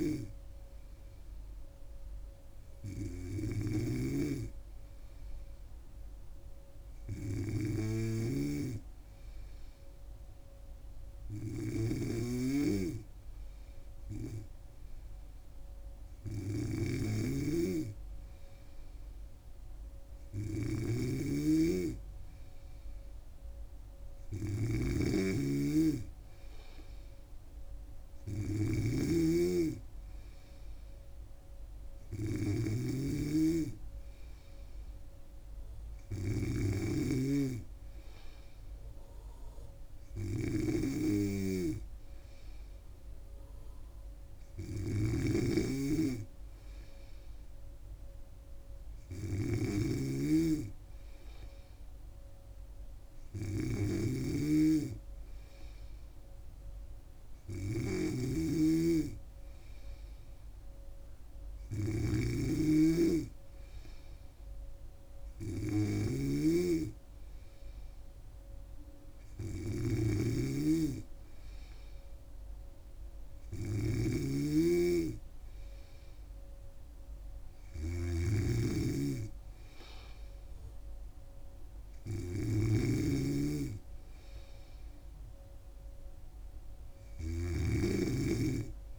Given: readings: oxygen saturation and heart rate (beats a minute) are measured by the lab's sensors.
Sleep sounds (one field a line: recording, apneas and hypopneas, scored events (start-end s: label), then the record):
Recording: breathing in sleep by a room microphone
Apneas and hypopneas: none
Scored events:
0.00-88.98 s: snoring (device-marked)
32.00-88.98 s: new sleep stage, N3 (deep sleep)
From the record:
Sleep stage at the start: N2 (light sleep)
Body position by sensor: on the back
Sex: female